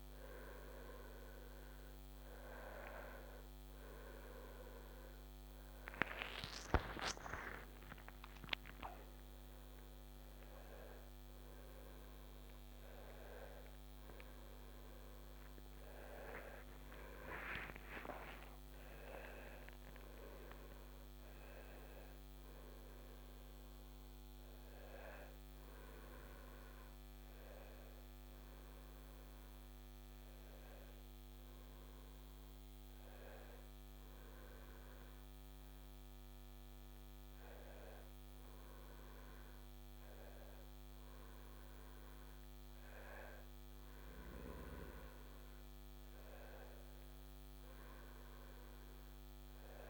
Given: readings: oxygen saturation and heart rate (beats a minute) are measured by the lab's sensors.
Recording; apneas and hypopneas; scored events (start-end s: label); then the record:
a person awake in a sleep study, by a microphone on the trachea; none
44.50-49.90 s: new sleep stage, N2 (light sleep)
From the record:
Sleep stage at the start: awake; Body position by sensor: on the back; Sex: male